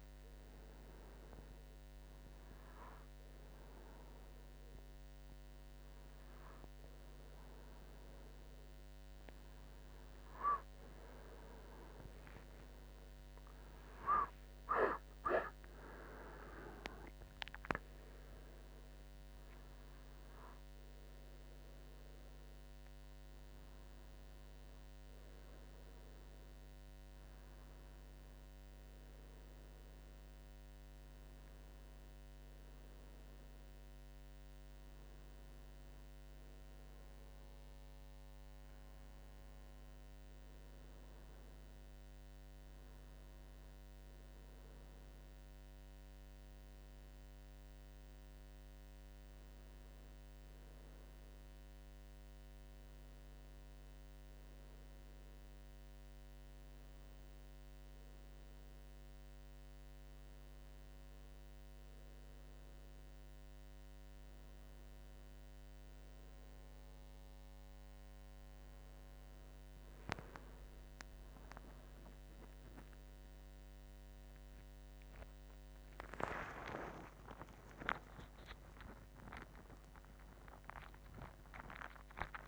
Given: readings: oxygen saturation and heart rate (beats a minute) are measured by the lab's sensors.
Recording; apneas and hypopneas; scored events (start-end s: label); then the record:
breathing in sleep by a microphone on the trachea; none
0.00-15.50 s: oxygen desaturation (device-marked, oxygen 87% lowest, heart rate 83 extreme)
3.50-63.50 s: new sleep stage, N1 (lightest sleep)
13.00-17.50 s: arousal
63.50-82.48 s: new sleep stage, awake
From the record:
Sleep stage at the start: N2 (light sleep); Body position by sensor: on the right side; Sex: male